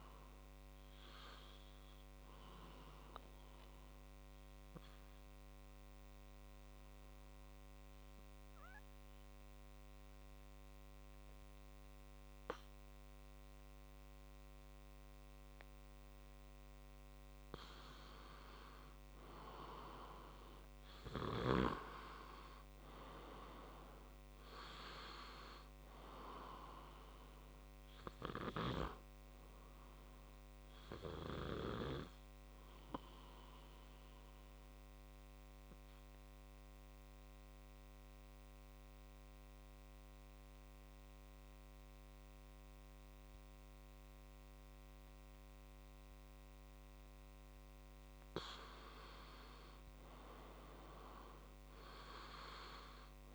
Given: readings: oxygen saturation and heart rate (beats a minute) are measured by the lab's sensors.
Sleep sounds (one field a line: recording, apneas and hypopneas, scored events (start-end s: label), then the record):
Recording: breathing in sleep by a microphone on the trachea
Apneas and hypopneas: 2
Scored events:
1.50-16.00 s: obstructive apnea (oxygen 96% before, 91% lowest, heart rate 61 before, 60 extreme, up 2 after)
17.50-20.50 s: arousal
19.00-36.00 s: oxygen desaturation (device-marked, oxygen 97% before, 91% lowest, heart rate 63 before, 60 extreme)
32.00-48.00 s: obstructive apnea (oxygen 97% before, 91% lowest, heart rate 64 before, 59 extreme, up 4 after)
49.50-52.50 s: arousal
From the record:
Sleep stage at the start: N2 (light sleep)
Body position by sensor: on the back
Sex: male